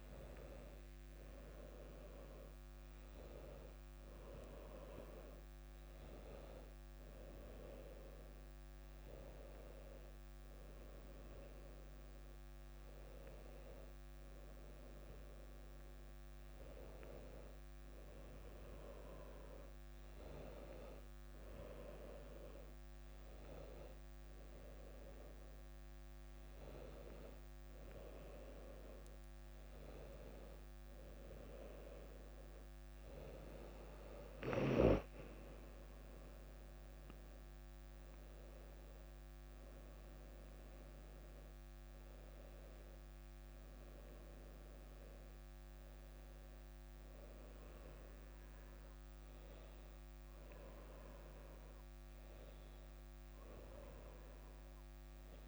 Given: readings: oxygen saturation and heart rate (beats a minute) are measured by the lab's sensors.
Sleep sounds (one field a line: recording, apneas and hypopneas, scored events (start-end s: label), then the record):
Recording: breathing in sleep by a microphone on the trachea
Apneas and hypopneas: none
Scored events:
none scored
From the record:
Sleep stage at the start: N2 (light sleep)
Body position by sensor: on the back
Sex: female